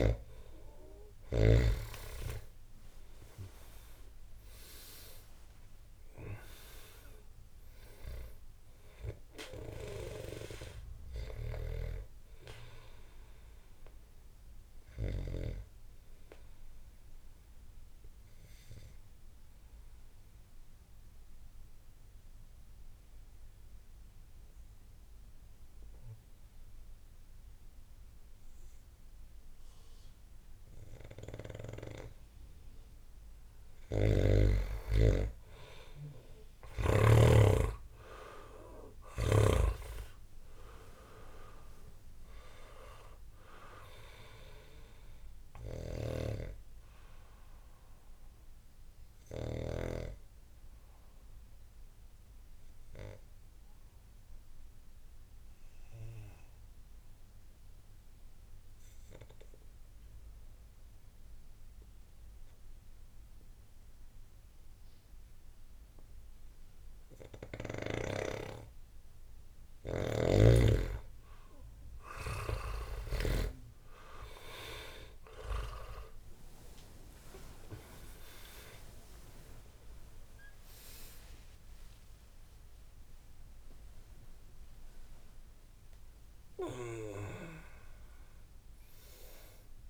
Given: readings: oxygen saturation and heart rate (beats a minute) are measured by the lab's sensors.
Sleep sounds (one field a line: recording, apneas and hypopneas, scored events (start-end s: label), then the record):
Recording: breathing in sleep by a room microphone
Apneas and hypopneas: 2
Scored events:
0.00-30.50 s: oxygen desaturation (device-marked, oxygen 87% lowest, heart rate 56 extreme)
17.00-32.50 s: obstructive apnea (oxygen 98% before, 87% lowest, heart rate 72 before, 56 extreme, up 9 after)
35.50-39.50 s: arousal
37.50-64.50 s: oxygen desaturation (device-marked, oxygen 99% before, 87% lowest, heart rate 63 before, 56 extreme)
48.00-69.00 s: obstructive apnea (oxygen 99% before, 86% lowest, heart rate 68 before, 58 extreme, up 11 after)
70.00-73.50 s: snoring (device-marked)
72.50-77.00 s: arousal
75.50-89.89 s: oxygen desaturation (device-marked, oxygen 99% before, 86% lowest, heart rate 66 before, 53 extreme)
From the record:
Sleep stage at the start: N2 (light sleep)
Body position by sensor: on the back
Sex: male